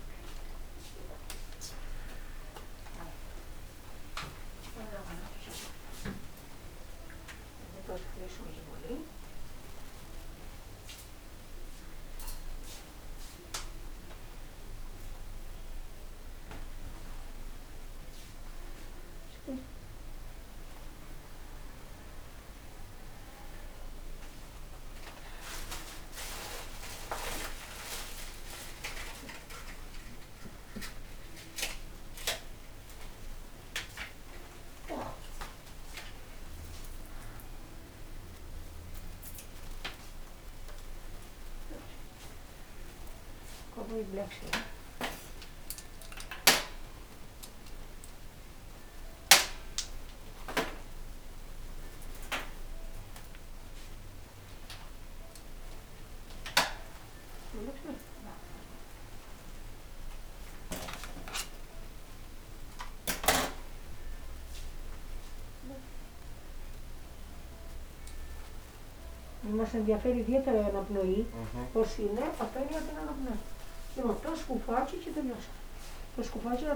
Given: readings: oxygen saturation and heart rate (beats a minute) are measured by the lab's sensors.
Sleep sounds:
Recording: a person awake in a sleep study, by a room microphone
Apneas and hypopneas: none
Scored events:
0.00-1.00 s: long interval between heartbeats (device-marked, heart rate 178 extreme)
1.50-3.50 s: long interval between heartbeats (device-marked, heart rate 102 before, 200 extreme)
5.50-7.50 s: long interval between heartbeats (device-marked, heart rate 124 before, 183 extreme)
9.00-11.00 s: long interval between heartbeats (device-marked, heart rate 143 before, 145 extreme)
12.50-14.50 s: long interval between heartbeats (device-marked, heart rate 154 before, 100 extreme)
15.00-17.00 s: long interval between heartbeats (device-marked, heart rate 157 before, 92 extreme)
From the record:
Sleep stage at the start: awake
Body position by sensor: upright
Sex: male

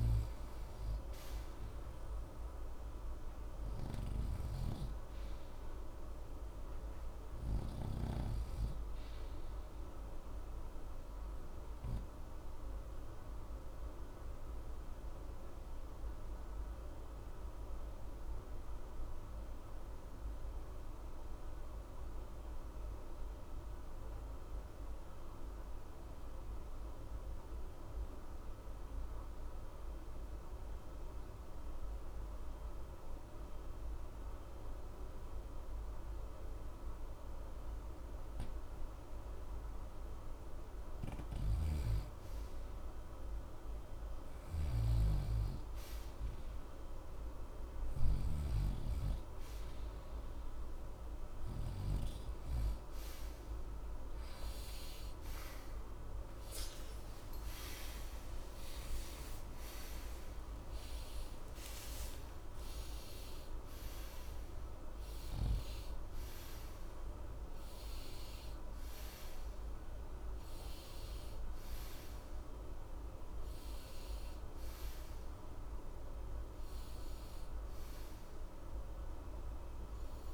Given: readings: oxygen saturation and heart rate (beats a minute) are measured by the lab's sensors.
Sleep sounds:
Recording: breathing in sleep, hard to hear, by a room microphone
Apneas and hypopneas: 1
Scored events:
0.00-30.00 s: oxygen desaturation (device-marked, oxygen 87% lowest, heart rate 60 extreme)
4.50-8.00 s: arousal
11.50-40.00 s: obstructive apnea (oxygen 93% before, 81% lowest, heart rate 60 before, 60 extreme, up 0 after)
41.00-44.50 s: snoring (device-marked)
42.00-45.50 s: arousal
45.00-71.00 s: oxygen desaturation (device-marked, oxygen 93% before, 85% lowest, heart rate 60 before, 60 extreme)
56.00-80.34 s: new sleep stage, N1 (lightest sleep)
57.50-62.50 s: arousal
76.00-80.34 s: oxygen desaturation (device-marked, oxygen 86% before, 81% lowest, heart rate 78 before, 60 extreme)
From the record:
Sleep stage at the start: REM sleep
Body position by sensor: on the right side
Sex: male

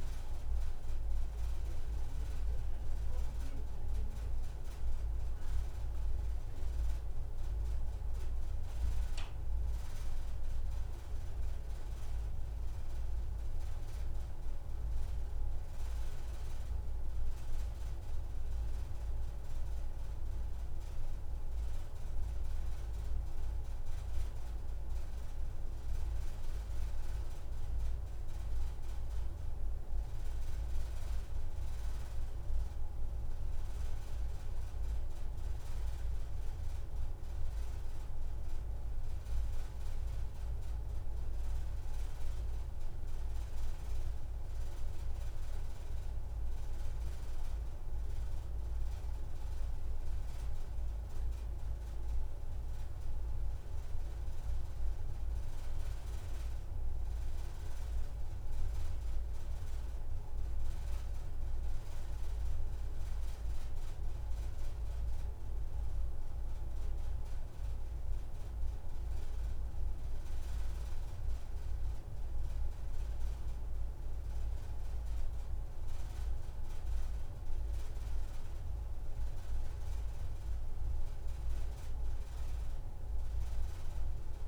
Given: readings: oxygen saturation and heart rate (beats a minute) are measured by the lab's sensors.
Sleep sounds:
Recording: breathing in sleep, hard to hear, by a room microphone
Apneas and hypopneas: none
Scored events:
3.50-5.50 s: long interval between heartbeats (device-marked)
7.00-9.00 s: long interval between heartbeats (device-marked, heart rate 44 before, 194 extreme)
13.00-15.00 s: long interval between heartbeats (device-marked, heart rate 91 before, 127 extreme)
16.00-18.00 s: long interval between heartbeats (device-marked, heart rate 110 before, 114 extreme)
20.00-22.00 s: long interval between heartbeats (device-marked, heart rate 127 before, 49 extreme)
25.00-27.00 s: long interval between heartbeats (device-marked, heart rate 118 before, 53 extreme)
30.50-32.50 s: long interval between heartbeats (device-marked, heart rate 80 before, 29 extreme)
33.50-35.50 s: long interval between heartbeats (device-marked, heart rate 60 before, 36 extreme)
37.00-39.00 s: long interval between heartbeats (device-marked, heart rate 49 before, 72 extreme)
40.00-42.00 s: long interval between heartbeats (device-marked, heart rate 49 before, 90 extreme)
44.50-46.50 s: long interval between heartbeats (device-marked, heart rate 59 before, 67 extreme)
49.00-51.00 s: long interval between heartbeats (device-marked, heart rate 63 before, 99 extreme)
52.00-54.00 s: long interval between heartbeats (device-marked, heart rate 72 before, 80 extreme)
52.00-56.00 s: arousal
57.00-59.00 s: long interval between heartbeats (device-marked, heart rate 81 before, 93 extreme)
From the record:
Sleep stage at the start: N1 (lightest sleep)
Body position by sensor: on the back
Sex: female

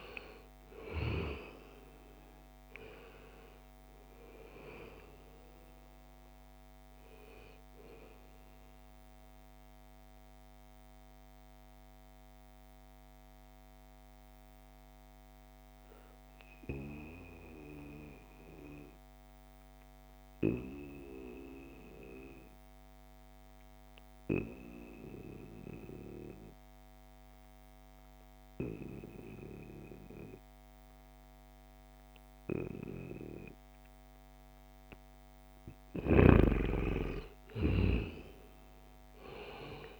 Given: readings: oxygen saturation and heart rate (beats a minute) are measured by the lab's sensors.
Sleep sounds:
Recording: breathing in sleep by a microphone on the trachea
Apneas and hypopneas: 1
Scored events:
2.50-20.50 s: oxygen desaturation (device-marked, oxygen 94% before, 84% lowest, heart rate 66 before, 66 extreme)
8.00-35.00 s: mixed apnea (oxygen 94% before, 84% lowest, heart rate 71 before, 66 extreme, up 10 after)
35.00-39.99 s: snoring (device-marked)
37.00-39.99 s: arousal
37.50-39.99 s: oxygen desaturation (device-marked, oxygen 97% before, 89% lowest, heart rate 68 before, 63 extreme)
From the record:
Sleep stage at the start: N2 (light sleep)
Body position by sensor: on the back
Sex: male

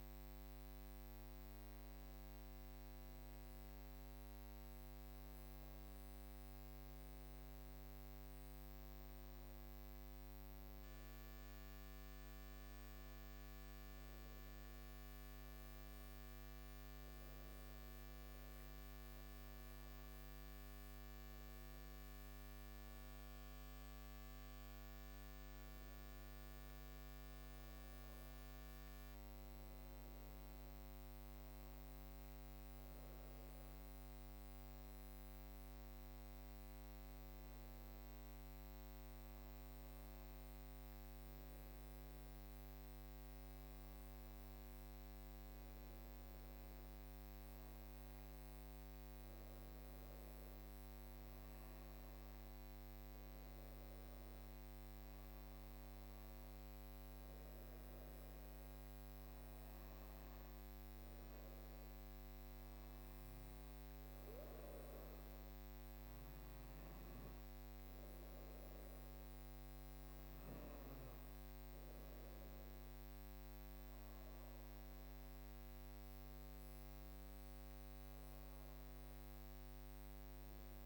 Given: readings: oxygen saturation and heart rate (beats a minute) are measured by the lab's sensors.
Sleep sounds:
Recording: breathing in sleep, hard to hear, by a microphone on the trachea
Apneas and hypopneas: none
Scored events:
73.00-78.00 s: arousal
From the record:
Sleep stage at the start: N2 (light sleep)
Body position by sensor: on the back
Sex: female

